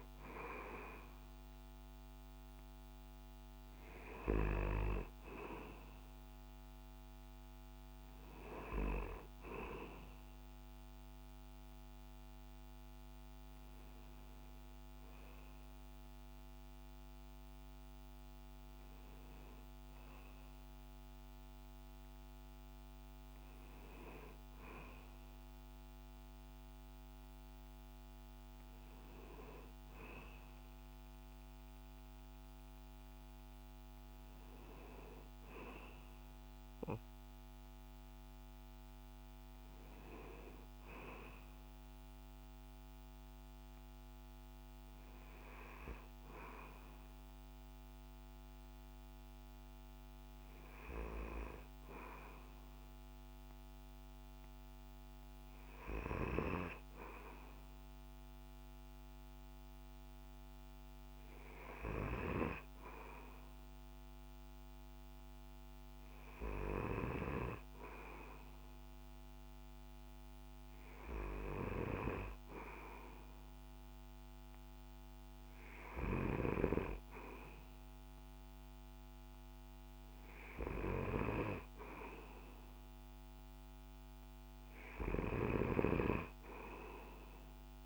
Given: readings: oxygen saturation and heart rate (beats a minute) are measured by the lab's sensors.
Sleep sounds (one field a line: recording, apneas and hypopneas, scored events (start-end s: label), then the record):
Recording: breathing in sleep by a microphone on the trachea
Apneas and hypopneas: none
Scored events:
0.50-87.86 s: new sleep stage, N1 (lightest sleep)
From the record:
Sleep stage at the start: N2 (light sleep)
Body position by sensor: on the back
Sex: male